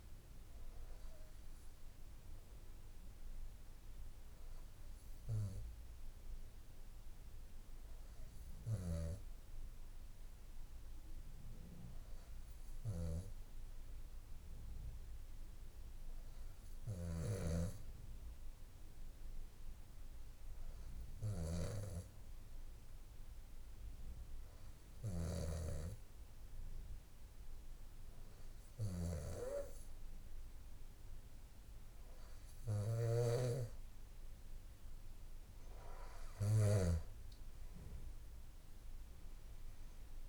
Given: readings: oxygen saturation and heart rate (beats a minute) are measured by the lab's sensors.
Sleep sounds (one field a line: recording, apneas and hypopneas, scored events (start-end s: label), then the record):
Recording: breathing in sleep by a room microphone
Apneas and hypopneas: none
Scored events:
none scored
From the record:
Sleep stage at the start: N3 (deep sleep)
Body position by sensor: on the back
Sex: male